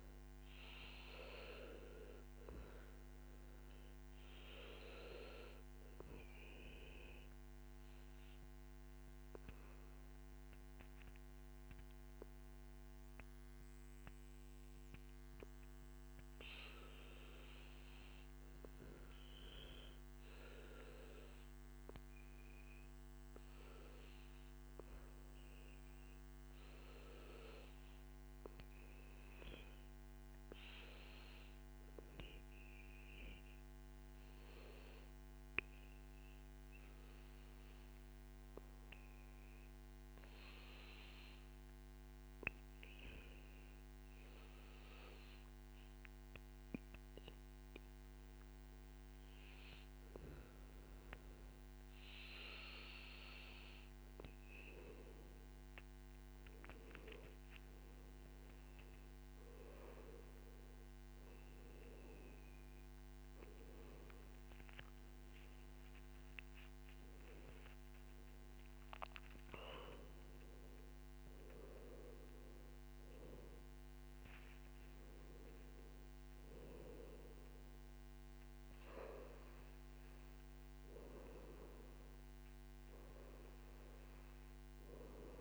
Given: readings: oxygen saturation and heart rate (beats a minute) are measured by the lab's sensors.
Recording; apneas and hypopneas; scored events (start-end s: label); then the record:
breathing in sleep by a microphone on the trachea; none
0.00-6.00 s: oxygen desaturation (device-marked, oxygen 96% before, 93% lowest, heart rate 62 before, 61 extreme)
13.00-26.00 s: oxygen desaturation (device-marked, oxygen 95% before, 91% lowest, heart rate 63 before, 62 extreme)
64.50-68.50 s: arousal
From the record:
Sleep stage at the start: REM sleep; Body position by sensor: on the back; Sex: male